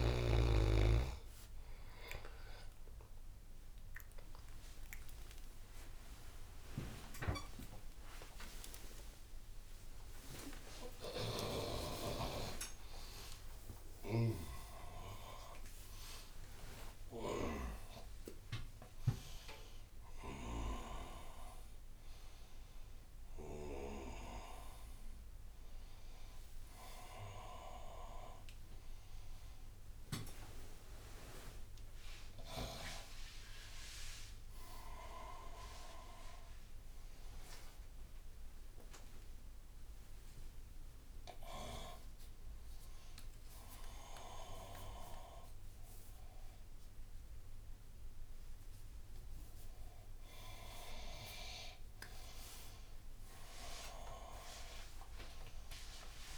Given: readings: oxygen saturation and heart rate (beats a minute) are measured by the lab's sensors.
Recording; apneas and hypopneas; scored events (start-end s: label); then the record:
a person awake in a sleep study, by a room microphone; none
14.00-56.37 s: new sleep stage, awake
17.00-28.00 s: tachycardia (device-marked, heart rate 81 before, 112 extreme)
22.00-45.00 s: oxygen desaturation (device-marked, oxygen 100% before, 96% lowest, heart rate 93 before, 77 extreme)
35.00-40.00 s: tachycardia (device-marked, heart rate 82 before, 105 extreme)
From the record:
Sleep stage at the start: N2 (light sleep); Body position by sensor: upright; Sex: male